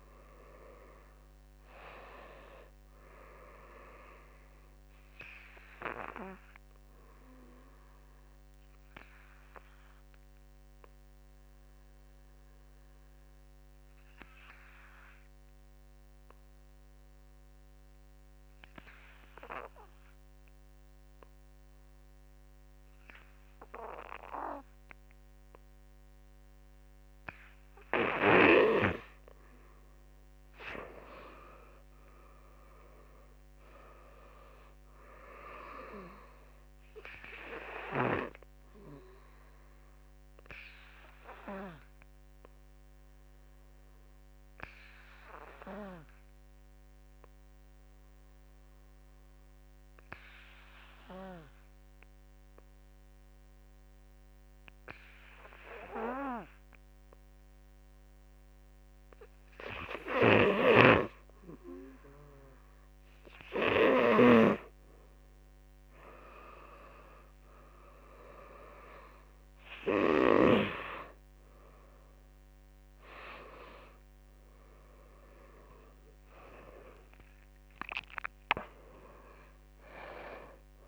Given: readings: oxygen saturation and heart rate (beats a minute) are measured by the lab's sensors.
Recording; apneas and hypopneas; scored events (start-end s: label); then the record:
breathing in sleep by a microphone on the trachea; 2
0.00-22.00 s: oxygen desaturation (device-marked, oxygen 87% lowest, heart rate 46 extreme)
5.00-26.00 s: obstructive apnea (oxygen 100% before, 87% lowest, heart rate 55 before, 46 extreme, up 15 after)
6.00-19.00 s: drop in pulse transit time (device-marked, heart rate 55 before, 47 extreme)
28.00-57.00 s: oxygen desaturation (device-marked, oxygen 99% before, 89% lowest, heart rate 51 before, 46 extreme)
30.00-33.50 s: arousal
39.00-59.00 s: obstructive apnea (oxygen 99% before, 88% lowest, heart rate 56 before, 47 extreme, up 8 after)
65.00-80.88 s: oxygen desaturation (device-marked, oxygen 97% before, 89% lowest, heart rate 51 before, 45 extreme)
73.00-77.00 s: arousal
From the record:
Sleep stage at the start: N2 (light sleep); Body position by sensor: on the back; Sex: male